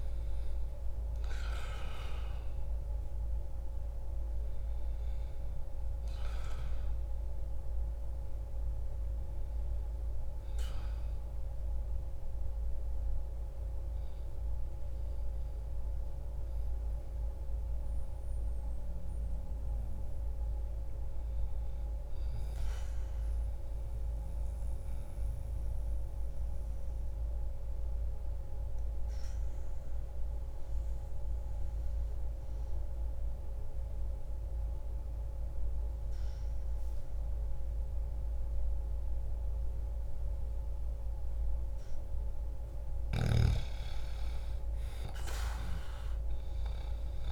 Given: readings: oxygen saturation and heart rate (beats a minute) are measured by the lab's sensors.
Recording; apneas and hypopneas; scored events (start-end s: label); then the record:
breathing in sleep, hard to hear, by a room microphone; 1
0.00-10.50 s: oxygen desaturation (device-marked, oxygen 87% lowest, heart rate 60 extreme)
20.50-32.50 s: oxygen desaturation (device-marked, oxygen 88% before, 84% lowest, heart rate 61 before, 59 extreme)
22.00-42.50 s: mixed apnea (oxygen 92% before, 84% lowest, heart rate 61 before, 59 extreme, up 1 after)
45.00-47.32 s: arousal
From the record:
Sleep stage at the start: N2 (light sleep); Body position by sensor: on the back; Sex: male